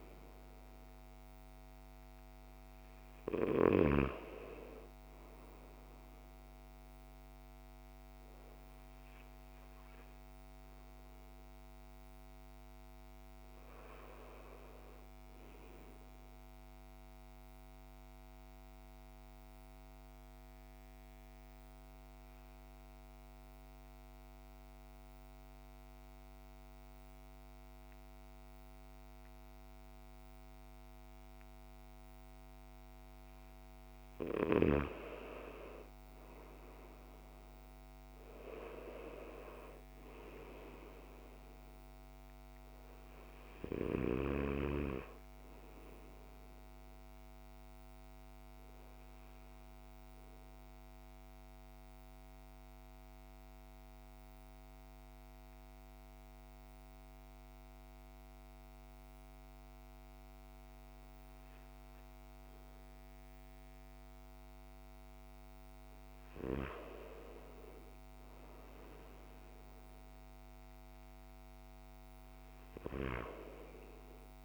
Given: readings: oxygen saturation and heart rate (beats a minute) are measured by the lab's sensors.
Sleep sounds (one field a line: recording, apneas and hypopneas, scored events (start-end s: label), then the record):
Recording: breathing in sleep by a microphone on the trachea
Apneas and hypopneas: 2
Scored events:
0.00-1.00 s: arousal
5.00-18.00 s: oxygen desaturation (device-marked, oxygen 97% before, 91% lowest, heart rate 57 before, 53 extreme)
16.50-33.50 s: obstructive apnea (oxygen 97% before, 90% lowest, heart rate 57 before, 53 extreme, up 7 after)
35.00-39.00 s: arousal
38.00-57.00 s: oxygen desaturation (device-marked, oxygen 97% before, 90% lowest, heart rate 55 before, 53 extreme)
46.50-66.00 s: mixed apnea (oxygen 97% before, 90% lowest, heart rate 58 before, 53 extreme, up 4 after)
66.50-70.50 s: arousal
71.00-74.45 s: oxygen desaturation (device-marked, oxygen 98% before, 94% lowest, heart rate 55 before, 53 extreme)
From the record:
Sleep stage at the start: N2 (light sleep)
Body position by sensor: on the back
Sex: male